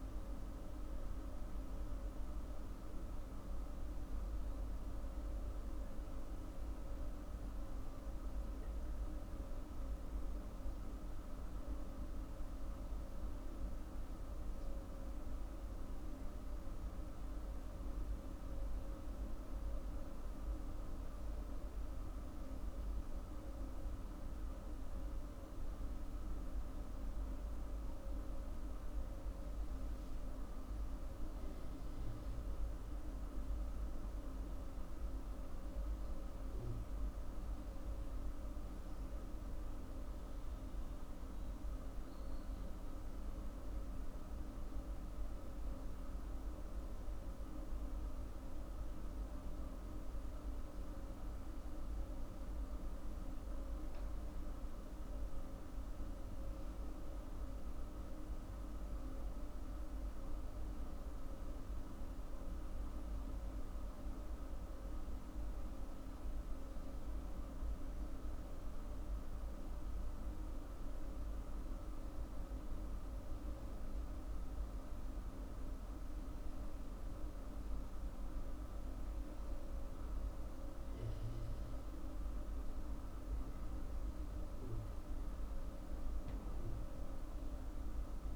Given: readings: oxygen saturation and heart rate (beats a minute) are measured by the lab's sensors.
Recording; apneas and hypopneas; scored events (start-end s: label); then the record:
breathing in sleep, hard to hear, by a room microphone; none
76.00-88.36 s: new sleep stage, N1 (lightest sleep)
From the record:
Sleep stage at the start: N2 (light sleep); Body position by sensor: on the back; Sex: female